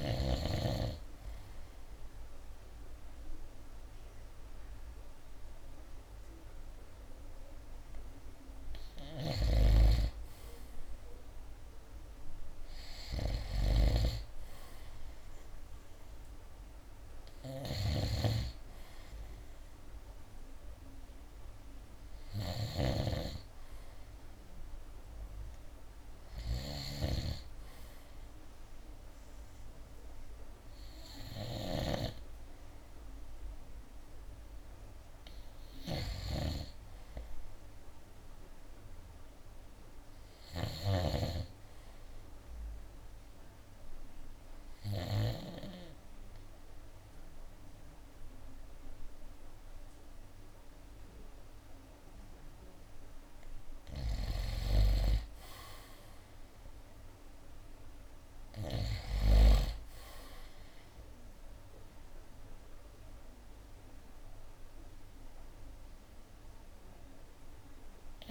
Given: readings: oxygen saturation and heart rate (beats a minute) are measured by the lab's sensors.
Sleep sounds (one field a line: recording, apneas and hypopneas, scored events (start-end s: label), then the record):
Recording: breathing in sleep by a room microphone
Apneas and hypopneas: 1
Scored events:
9.00-45.50 s: snoring (device-marked)
20.50-34.50 s: oxygen desaturation (device-marked, oxygen 93% before, 90% lowest, heart rate 71 before, 65 extreme)
43.00-53.50 s: obstructive apnea (oxygen 96% before, 90% lowest, heart rate 73 before, 64 extreme, up 7 after)
54.50-58.00 s: arousal
58.50-68.31 s: drop in pulse transit time (device-marked, heart rate 69 before, 68 extreme)
65.50-68.31 s: oxygen desaturation (device-marked, oxygen 94% before, 90% lowest, heart rate 70 before, 64 extreme)
From the record:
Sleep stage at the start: N2 (light sleep)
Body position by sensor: on the right side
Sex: male